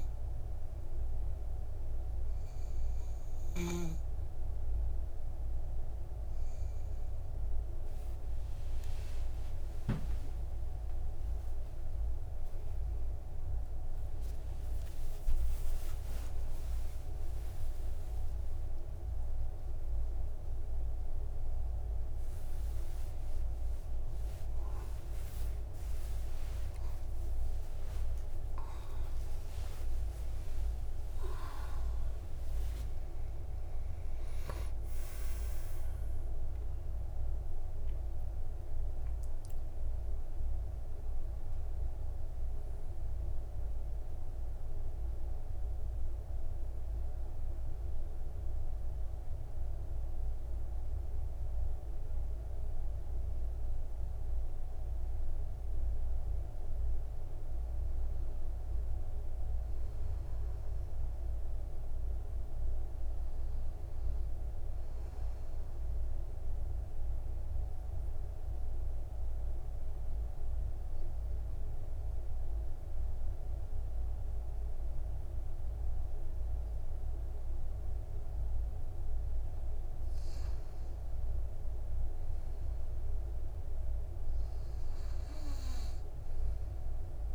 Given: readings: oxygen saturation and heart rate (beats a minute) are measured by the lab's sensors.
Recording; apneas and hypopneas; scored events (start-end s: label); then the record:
a person partly awake in a sleep study, hard to hear, by a room microphone; 1
9.50-11.50 s: long interval between heartbeats (device-marked, heart rate 60 before, 73 extreme)
14.00-21.00 s: oxygen desaturation (device-marked, oxygen 96% before, 92% lowest, heart rate 65 before, 83 extreme)
18.00-20.00 s: long interval between heartbeats (device-marked, heart rate 70 before, 110 extreme)
28.50-30.50 s: long interval between heartbeats (device-marked, heart rate 90 before, 94 extreme)
29.00-59.00 s: new sleep stage, N1 (lightest sleep)
30.50-32.50 s: long interval between heartbeats (device-marked, heart rate 92 before, 103 extreme)
59.00-87.35 s: new sleep stage, N2 (light sleep)
69.00-80.50 s: obstructive apnea (oxygen 99% before, 94% lowest, heart rate 60 before, 55 extreme, up 7 after)
82.50-85.50 s: arousal
From the record:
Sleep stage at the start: awake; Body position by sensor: on the back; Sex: male